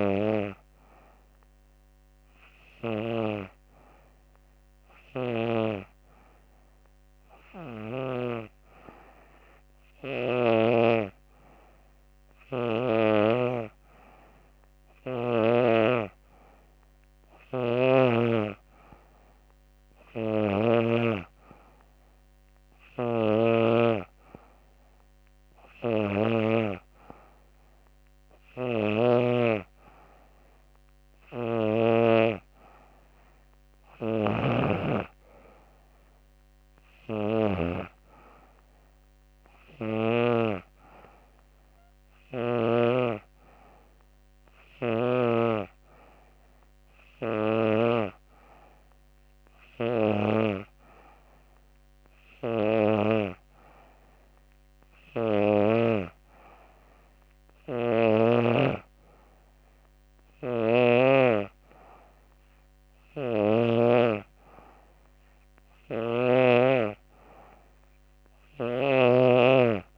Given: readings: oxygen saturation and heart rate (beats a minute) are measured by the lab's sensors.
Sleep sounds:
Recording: breathing in sleep by a microphone on the trachea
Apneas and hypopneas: none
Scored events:
19.50-39.50 s: snoring (device-marked)
59.50-69.98 s: snoring (device-marked)
From the record:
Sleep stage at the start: N2 (light sleep)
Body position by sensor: on the back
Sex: female

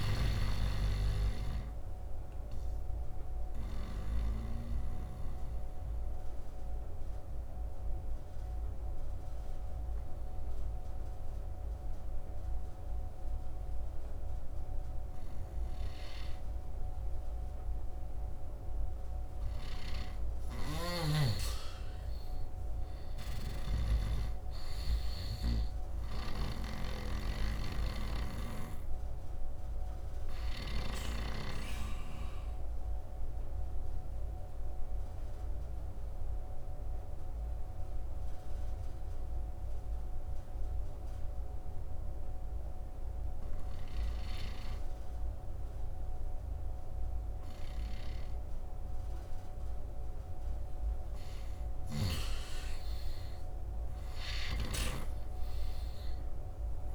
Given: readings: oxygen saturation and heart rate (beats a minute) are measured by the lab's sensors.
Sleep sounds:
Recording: breathing in sleep by a room microphone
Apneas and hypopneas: 2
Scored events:
0.00-4.50 s: snoring (device-marked)
1.50-18.50 s: obstructive apnea (oxygen 100% before, 80% lowest, heart rate 74 before, 72 extreme, up 5 after)
2.50-16.50 s: oxygen desaturation (device-marked, oxygen 97% before, 87% lowest, heart rate 75 before, 72 extreme)
19.50-23.00 s: arousal
20.00-31.00 s: snoring (device-marked)
22.50-46.50 s: oxygen desaturation (device-marked, oxygen 98% before, 86% lowest, heart rate 74 before, 66 extreme)
27.50-50.00 s: obstructive apnea (oxygen 98% before, 80% lowest, heart rate 74 before, 66 extreme, up 10 after)
51.50-55.50 s: arousal
54.00-56.94 s: snoring (device-marked)
55.50-56.94 s: oxygen desaturation (device-marked, oxygen 98% before, 80% lowest, heart rate 72 before, 67 extreme)
From the record:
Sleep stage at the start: N2 (light sleep)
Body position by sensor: on the right side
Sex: male

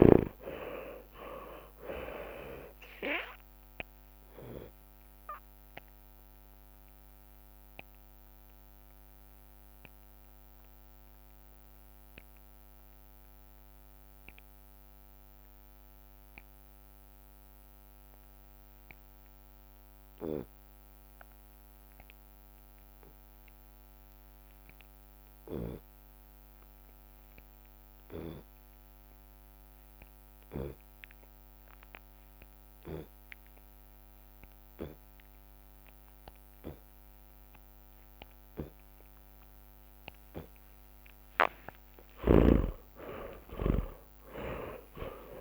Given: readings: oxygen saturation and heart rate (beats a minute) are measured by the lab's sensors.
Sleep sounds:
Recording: breathing in sleep by a microphone on the trachea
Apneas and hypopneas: 1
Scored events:
0.00-1.00 s: arousal
0.00-2.00 s: long interval between heartbeats (device-marked, heart rate 105 before, 105 extreme)
0.00-3.50 s: tachycardia (device-marked, heart rate 137 extreme)
0.00-15.50 s: drop in pulse transit time (device-marked, heart rate 56 extreme)
3.00-5.00 s: long interval between heartbeats (device-marked, heart rate 113 before, 115 extreme)
6.50-41.00 s: obstructive apnea (oxygen 98% before, 80% lowest, heart rate 121 before, 47 extreme, up 54 after)
20.00-22.00 s: long interval between heartbeats (device-marked, heart rate 82 before, 65 extreme)
21.50-32.50 s: oxygen desaturation (device-marked, oxygen 97% before, 84% lowest, heart rate 78 before, 54 extreme)
28.00-30.00 s: long interval between heartbeats (device-marked, heart rate 62 before, 61 extreme)
31.00-33.00 s: long interval between heartbeats (device-marked, heart rate 61 before, 80 extreme)
33.50-35.50 s: long interval between heartbeats (device-marked, heart rate 65 before, 98 extreme)
35.50-37.50 s: long interval between heartbeats (device-marked, heart rate 69 before, 100 extreme)
35.50-43.50 s: tachycardia (device-marked, heart rate 82 before, 148 extreme)
39.00-41.00 s: long interval between heartbeats (device-marked, heart rate 76 before, 117 extreme)
42.00-44.00 s: long interval between heartbeats (device-marked, heart rate 85 before, 138 extreme)
42.00-45.41 s: arousal
42.50-43.50 s: drop in pulse transit time (device-marked, heart rate 89 before, 148 extreme)
From the record:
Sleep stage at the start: N2 (light sleep)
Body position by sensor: on the left side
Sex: male

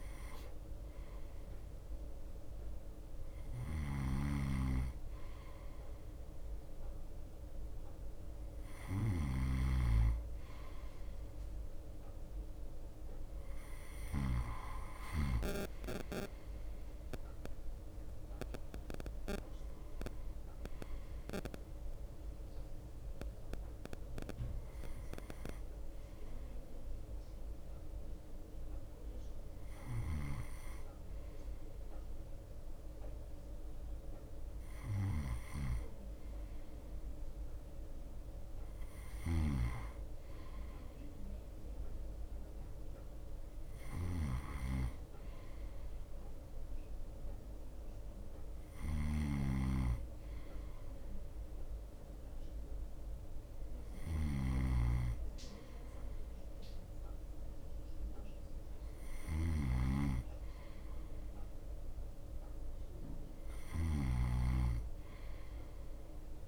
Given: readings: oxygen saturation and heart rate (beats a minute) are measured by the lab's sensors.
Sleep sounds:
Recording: breathing in sleep by a room microphone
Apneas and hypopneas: none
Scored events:
0.00-1.00 s: drop in pulse transit time (device-marked, heart rate 33 extreme)
0.00-25.00 s: bradycardia (device-marked)
0.50-2.50 s: long interval between heartbeats (device-marked, heart rate 50 before, 53 extreme)
4.00-15.00 s: snoring (device-marked)
7.00-9.00 s: long interval between heartbeats (device-marked)
10.00 s: drop in pulse transit time (device-marked)
12.00-24.00 s: drop in pulse transit time (device-marked)
16.00-18.00 s: long interval between heartbeats (device-marked, heart rate 34 before, 35 extreme)
19.50-21.50 s: long interval between heartbeats (device-marked, heart rate 35 before, 47 extreme)
26.50-28.50 s: long interval between heartbeats (device-marked, heart rate 33 before, 52 extreme)
30.50-66.48 s: snoring (device-marked)
34.00-60.00 s: bradycardia (device-marked, heart rate 36 before, 30 extreme)
35.50-37.50 s: long interval between heartbeats (device-marked, heart rate 51 before, 61 extreme)
39.00-41.00 s: long interval between heartbeats (device-marked, heart rate 55 before, 53 extreme)
44.00-46.00 s: long interval between heartbeats (device-marked, heart rate 56 before, 53 extreme)
48.00-50.00 s: long interval between heartbeats (device-marked, heart rate 55 before, 44 extreme)
54.00-56.00 s: long interval between heartbeats (device-marked, heart rate 47 before, 40 extreme)
62.00-66.48 s: bradycardia (device-marked, heart rate 38 before, 38 extreme)
64.00-66.00 s: long interval between heartbeats (device-marked, heart rate 45 before, 52 extreme)
From the record:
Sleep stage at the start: N2 (light sleep)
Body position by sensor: on the right side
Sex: male

